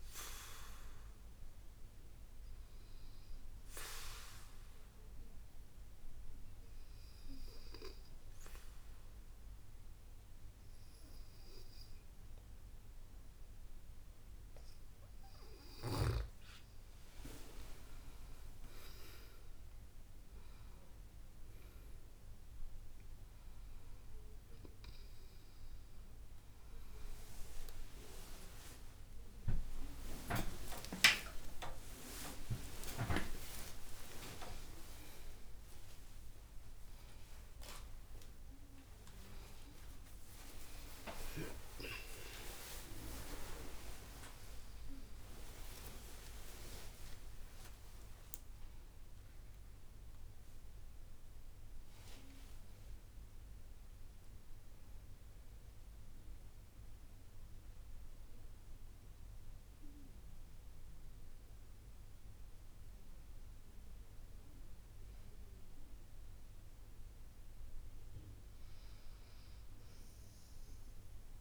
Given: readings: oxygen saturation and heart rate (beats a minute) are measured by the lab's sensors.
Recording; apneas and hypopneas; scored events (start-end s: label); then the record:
a person partly awake in a sleep study, by a room microphone; 1
4.00-14.50 s: obstructive apnea (oxygen 97% before, 94% lowest, heart rate 74 before, 70 extreme, up 9 after)
31.50-61.50 s: new sleep stage, awake
61.50-71.41 s: new sleep stage, N2 (light sleep)
From the record:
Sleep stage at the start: N2 (light sleep); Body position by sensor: on the back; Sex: female